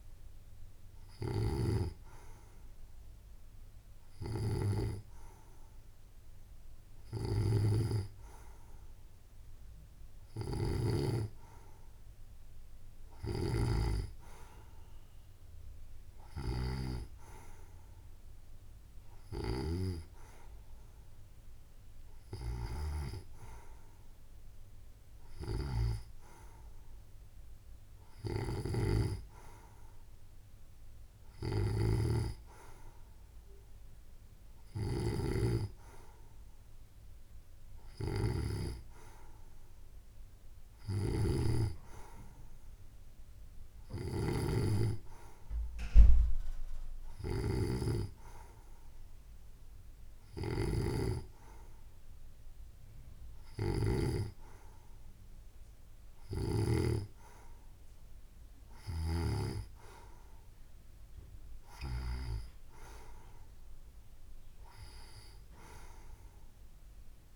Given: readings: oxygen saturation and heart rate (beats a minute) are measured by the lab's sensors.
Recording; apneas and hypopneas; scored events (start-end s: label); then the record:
breathing in sleep by a room microphone; none
none scored
From the record:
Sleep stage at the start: N2 (light sleep); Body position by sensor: on the right side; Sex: female